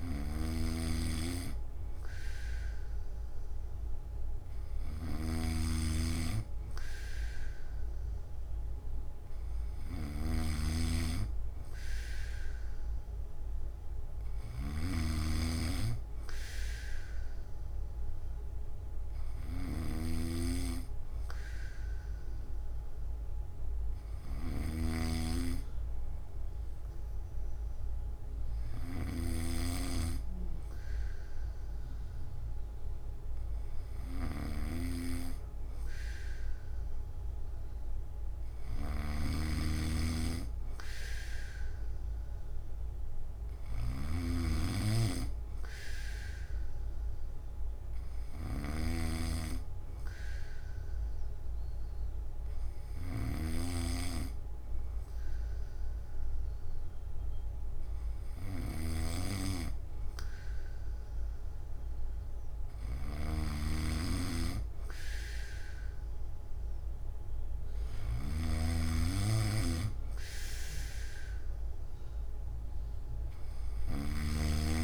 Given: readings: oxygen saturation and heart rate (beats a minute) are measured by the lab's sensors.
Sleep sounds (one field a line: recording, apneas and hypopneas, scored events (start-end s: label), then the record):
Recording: breathing in sleep by a room microphone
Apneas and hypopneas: none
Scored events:
0.00-74.84 s: snoring (device-marked)
From the record:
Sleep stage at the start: N2 (light sleep)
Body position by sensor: on the back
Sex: male